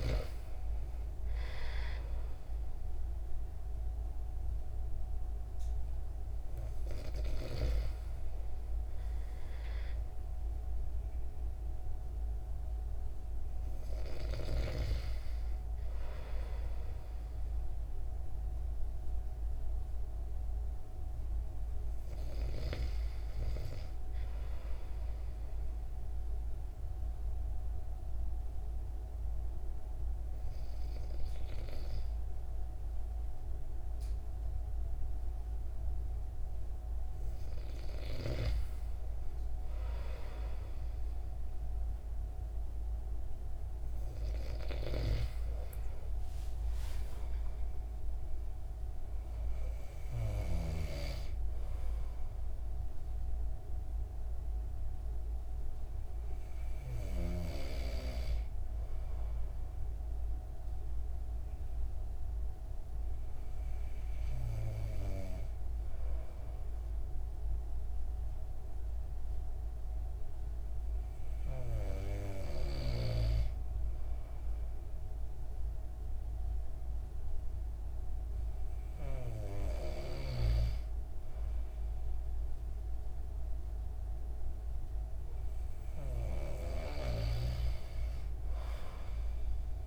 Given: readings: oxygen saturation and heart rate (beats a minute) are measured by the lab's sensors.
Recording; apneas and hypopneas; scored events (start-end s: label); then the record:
breathing in sleep by a room microphone; 2
25.50-38.50 s: hypopnea (oxygen 97% before, 93% lowest, heart rate 158 before, 55 extreme)
46.00-50.00 s: arousal
48.50-67.50 s: oxygen desaturation (device-marked, oxygen 96% before, 93% lowest)
60.50-73.00 s: hypopnea (oxygen 96% before, 94% lowest)
75.00-78.00 s: arousal
From the record:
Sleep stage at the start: N2 (light sleep); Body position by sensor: on the back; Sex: male